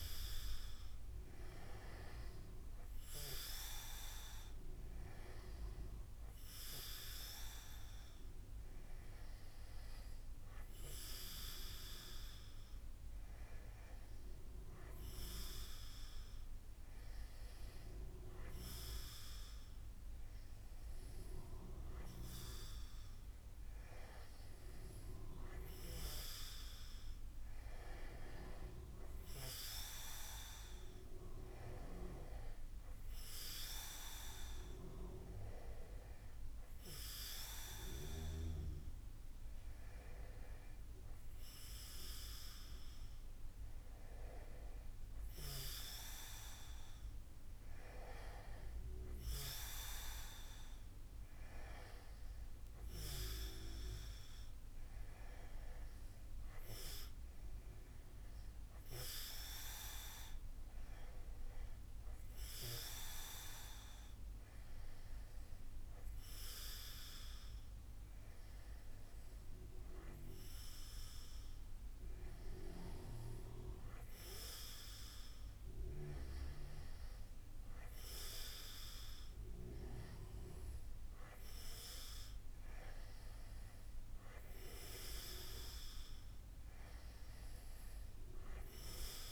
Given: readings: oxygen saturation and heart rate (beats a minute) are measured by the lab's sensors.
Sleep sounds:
breathing in sleep by a room microphone; none
none scored
From the record:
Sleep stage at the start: N2 (light sleep); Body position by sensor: on the back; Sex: male

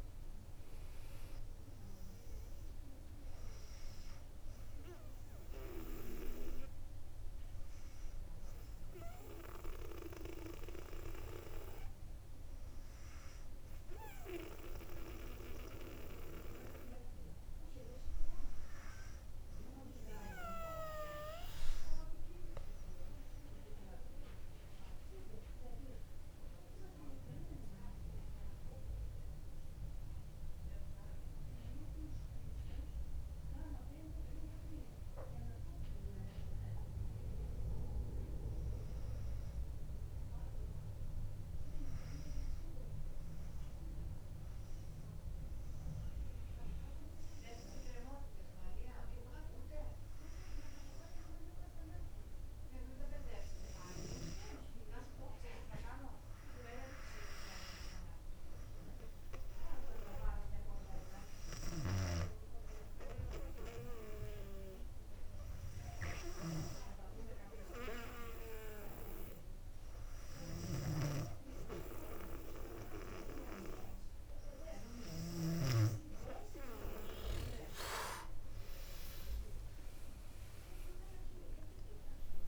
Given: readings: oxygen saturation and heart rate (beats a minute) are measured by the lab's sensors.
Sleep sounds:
breathing in sleep by a room microphone; 3
5.00-18.50 s: obstructive apnea (oxygen 97% before, 96% lowest, heart rate 63 before, 57 extreme, up 5 after)
23.50-29.00 s: arousal
44.00-55.00 s: obstructive apnea (oxygen 98% before, 95% lowest, heart rate 61 before, 58 extreme, up 6 after)
57.00-60.00 s: arousal
64.00-77.50 s: hypopnea (oxygen 98% before, 95% lowest, heart rate 59 before, 58 extreme, up 8 after)
70.50-76.00 s: snoring (device-marked)
71.50-82.48 s: new sleep stage, N1 (lightest sleep)
79.50-82.48 s: arousal
From the record:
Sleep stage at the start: N2 (light sleep); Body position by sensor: on the back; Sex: female

